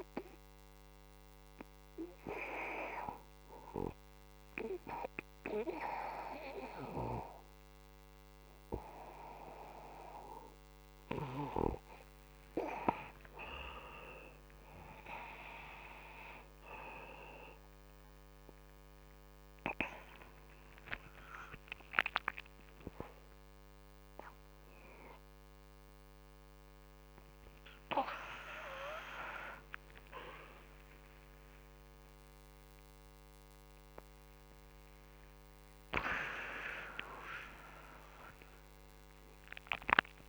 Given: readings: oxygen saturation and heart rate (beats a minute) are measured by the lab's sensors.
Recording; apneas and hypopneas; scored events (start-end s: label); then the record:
a person awake in a sleep study, by a microphone on the trachea; none
0.00-13.00 s: oxygen desaturation (device-marked, oxygen 90% lowest, heart rate 71 extreme)
From the record:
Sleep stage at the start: awake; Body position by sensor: upright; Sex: male